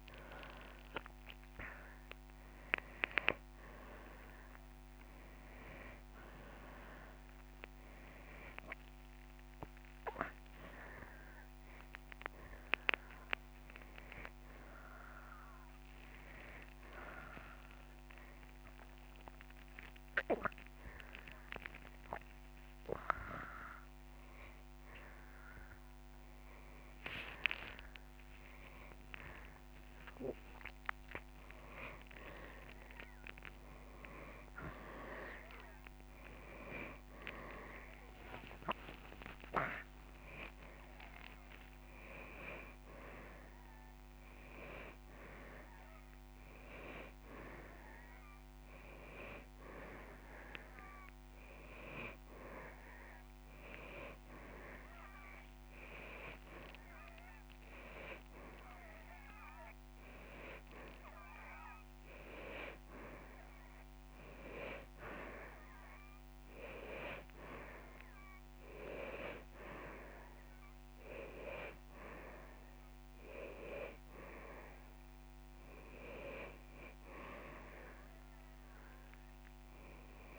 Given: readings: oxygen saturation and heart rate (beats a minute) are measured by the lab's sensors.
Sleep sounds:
a person partly awake in a sleep study, by a microphone on the trachea; none
18.50-20.50 s: long interval between heartbeats (device-marked)
29.50-31.50 s: long interval between heartbeats (device-marked)
31.00-80.39 s: new sleep stage, N2 (light sleep)
41.00-51.00 s: oxygen desaturation (device-marked, oxygen 97% before, 94% lowest)
61.50-66.00 s: arousal
62.00-64.00 s: long interval between heartbeats (device-marked)
68.50-70.50 s: long interval between heartbeats (device-marked)
From the record:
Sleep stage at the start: awake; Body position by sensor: on the back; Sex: male

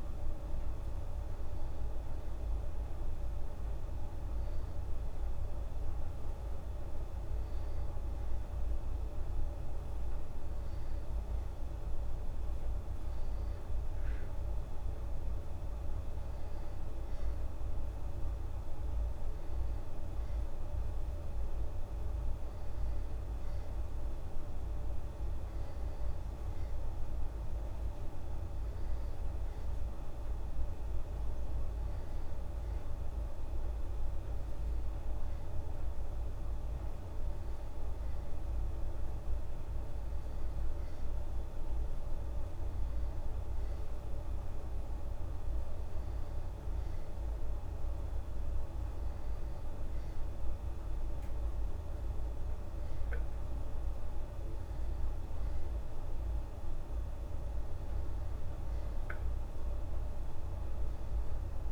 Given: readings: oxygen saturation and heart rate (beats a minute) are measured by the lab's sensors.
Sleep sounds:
breathing in sleep, hard to hear, by a room microphone; none
none scored
From the record:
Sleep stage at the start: N2 (light sleep); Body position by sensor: on the back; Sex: female

